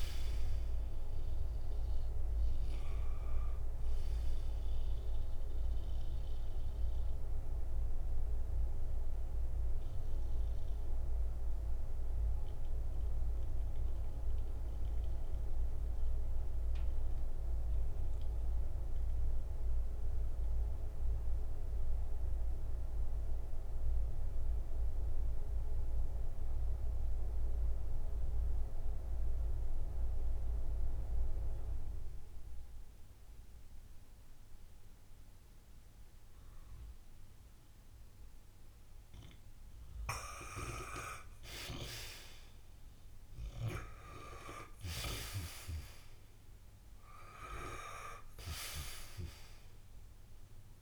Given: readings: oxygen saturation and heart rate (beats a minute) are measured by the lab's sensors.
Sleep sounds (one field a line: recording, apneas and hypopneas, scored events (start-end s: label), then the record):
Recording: breathing in sleep by a room microphone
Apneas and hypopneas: 1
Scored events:
0.00-20.50 s: oxygen desaturation (device-marked, oxygen 89% lowest, heart rate 56 extreme)
6.50-39.00 s: obstructive apnea (oxygen 97% before, 85% lowest, heart rate 60 before, 56 extreme, up 6 after)
31.50-50.82 s: new sleep stage, N1 (lightest sleep)
37.50-50.82 s: oxygen desaturation (device-marked, oxygen 97% before, 85% lowest, heart rate 59 before, 55 extreme)
41.00-46.50 s: arousal
From the record:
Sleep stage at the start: N2 (light sleep)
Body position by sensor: on the back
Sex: male